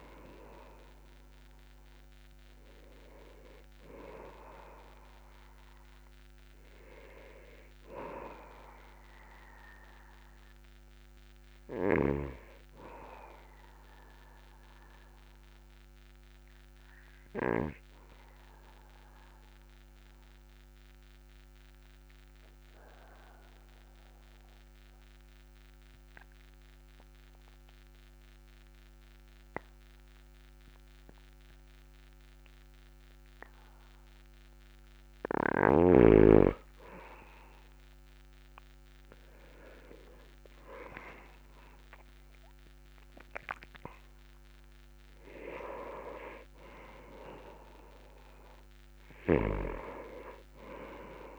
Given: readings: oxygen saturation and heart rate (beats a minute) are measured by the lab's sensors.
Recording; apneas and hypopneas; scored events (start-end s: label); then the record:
breathing in sleep by a microphone on the trachea; 1
13.00-26.00 s: oxygen desaturation (device-marked, oxygen 98% before, 94% lowest, heart rate 54 before, 39 extreme)
14.00-35.00 s: obstructive apnea (oxygen 99% before, 94% lowest, heart rate 51 before, 39 extreme, up 10 after)
38.50-43.50 s: arousal
From the record:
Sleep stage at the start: N2 (light sleep); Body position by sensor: on the back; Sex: male